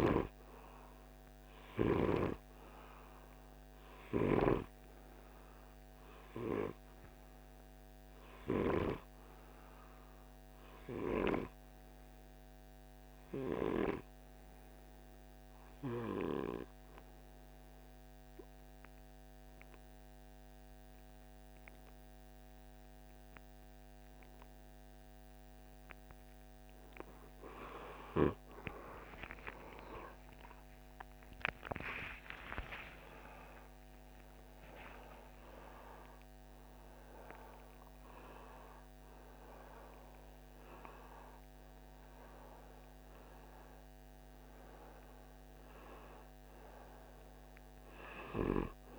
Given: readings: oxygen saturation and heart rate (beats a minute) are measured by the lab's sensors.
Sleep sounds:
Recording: breathing in sleep by a microphone on the trachea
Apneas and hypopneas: 1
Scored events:
17.50-27.50 s: obstructive apnea (oxygen 98% before, 96% lowest, heart rate 51 before, 48 extreme, up 24 after)
29.00-33.50 s: arousal
41.00-48.99 s: oxygen desaturation (device-marked, oxygen 99% before, 96% lowest, heart rate 58 before, 49 extreme)
From the record:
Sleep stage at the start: N2 (light sleep)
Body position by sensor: on the right side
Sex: male

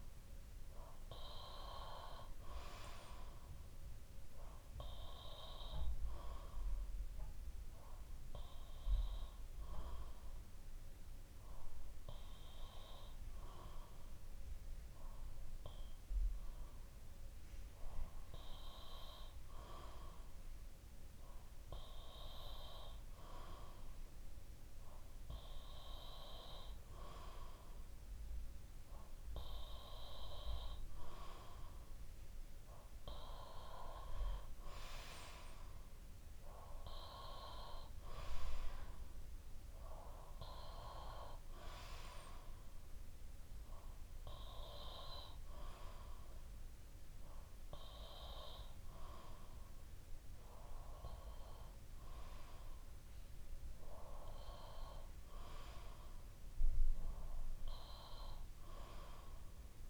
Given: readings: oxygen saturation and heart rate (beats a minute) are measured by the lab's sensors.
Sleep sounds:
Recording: breathing in sleep by a room microphone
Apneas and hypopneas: 1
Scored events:
1.00-17.00 s: bradycardia (device-marked, heart rate 60 before, 57 extreme)
3.50-28.00 s: obstructive apnea (oxygen 95% before, 91% lowest, heart rate 60 before, 57 extreme, up 0 after)
26.00-32.00 s: bradycardia (device-marked, heart rate 60 before, 59 extreme)
34.50-38.50 s: arousal
39.00-45.00 s: bradycardia (device-marked, heart rate 60 before, 58 extreme)
57.00-59.90 s: bradycardia (device-marked, heart rate 60 before, 60 extreme)
From the record:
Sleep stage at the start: N2 (light sleep)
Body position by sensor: on the back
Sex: male

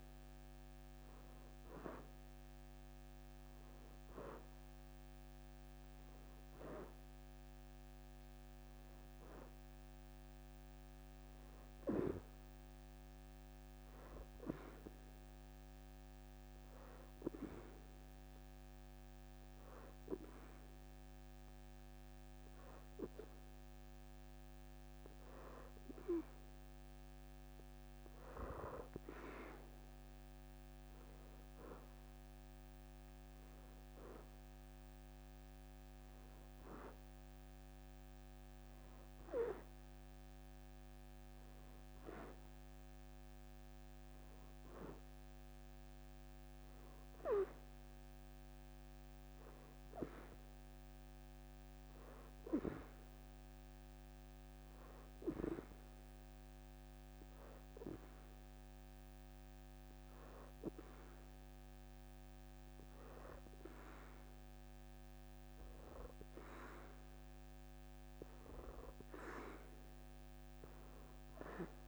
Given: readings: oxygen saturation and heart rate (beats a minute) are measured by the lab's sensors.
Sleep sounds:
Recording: breathing in sleep by a microphone on the trachea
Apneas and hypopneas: 2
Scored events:
0.00-1.50 s: arousal
0.00-18.50 s: oxygen desaturation (device-marked, oxygen 86% lowest, heart rate 79 extreme)
4.00-6.50 s: leg movement (device-marked)
9.00-14.00 s: leg movement (device-marked)
15.50-27.00 s: hypopnea (oxygen 90% before, 86% lowest, heart rate 85 before, 79 extreme, up 6 after)
30.00-34.00 s: arousal
31.50-51.50 s: oxygen desaturation (device-marked, oxygen 93% before, 86% lowest, heart rate 81 before, 80 extreme)
45.00-46.50 s: leg movement (device-marked)
53.00-64.50 s: hypopnea (oxygen 93% before, 87% lowest, heart rate 83 before, 79 extreme, up 4 after)
67.50-71.50 s: arousal
69.50-71.88 s: leg movement (device-marked)
From the record:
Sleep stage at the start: N2 (light sleep)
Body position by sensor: on the back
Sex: female

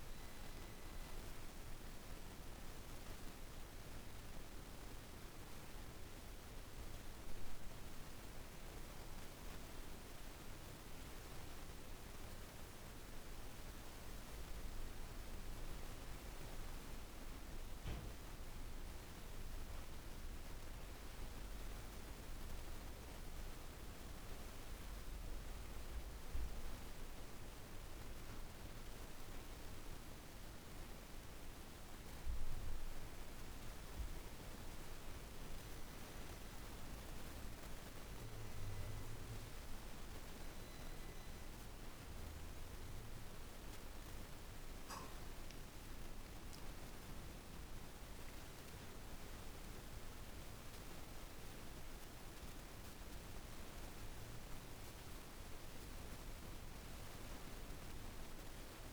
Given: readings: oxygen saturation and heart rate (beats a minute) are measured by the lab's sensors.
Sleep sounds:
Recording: breathing in sleep, hard to hear, by a room microphone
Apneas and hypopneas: none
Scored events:
none scored
From the record:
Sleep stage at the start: N2 (light sleep)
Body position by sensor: on the back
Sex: female

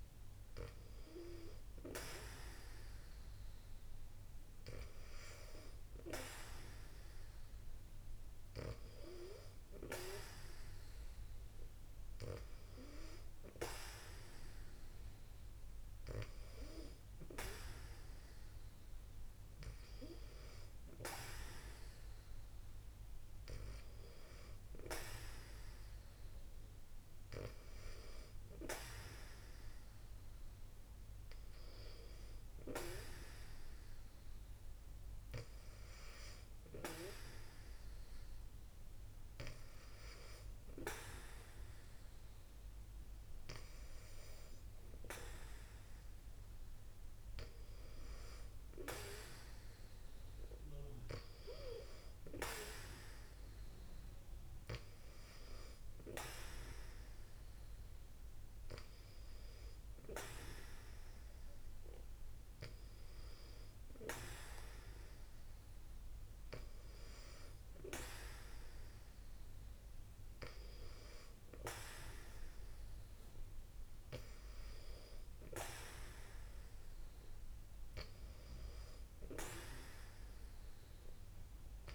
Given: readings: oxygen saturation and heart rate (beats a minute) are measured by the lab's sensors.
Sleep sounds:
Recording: breathing in sleep by a room microphone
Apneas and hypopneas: none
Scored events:
none scored
From the record:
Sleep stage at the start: N2 (light sleep)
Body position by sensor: on the back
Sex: female

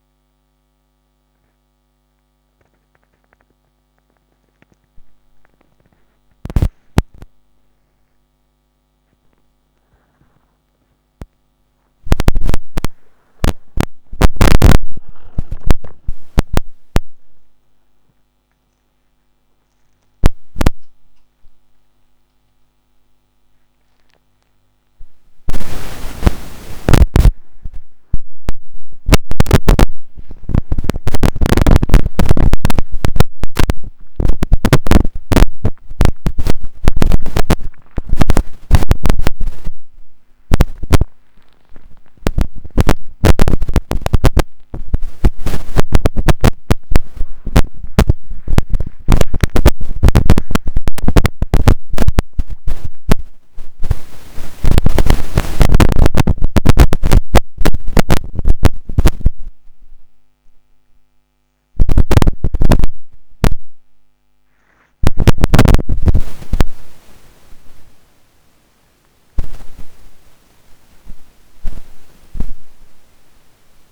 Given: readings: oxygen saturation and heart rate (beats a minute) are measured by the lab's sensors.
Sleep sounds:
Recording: a person awake in a sleep study, by a microphone on the trachea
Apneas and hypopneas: none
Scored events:
10.00-13.50 s: snoring (device-marked)
27.00-31.50 s: snoring (device-marked)
From the record:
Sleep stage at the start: awake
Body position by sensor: on the back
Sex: male

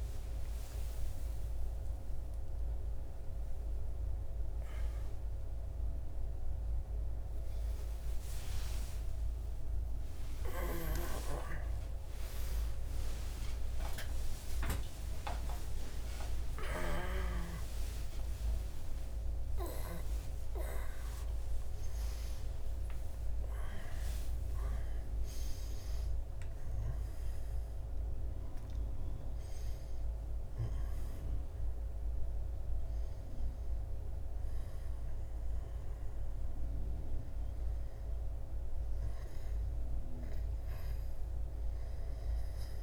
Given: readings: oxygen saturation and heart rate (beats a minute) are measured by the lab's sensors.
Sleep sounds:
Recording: a person awake in a sleep study, by a room microphone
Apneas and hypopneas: none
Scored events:
23.00-42.83 s: new sleep stage, N1 (lightest sleep)
From the record:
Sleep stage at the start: awake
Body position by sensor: on the back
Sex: male

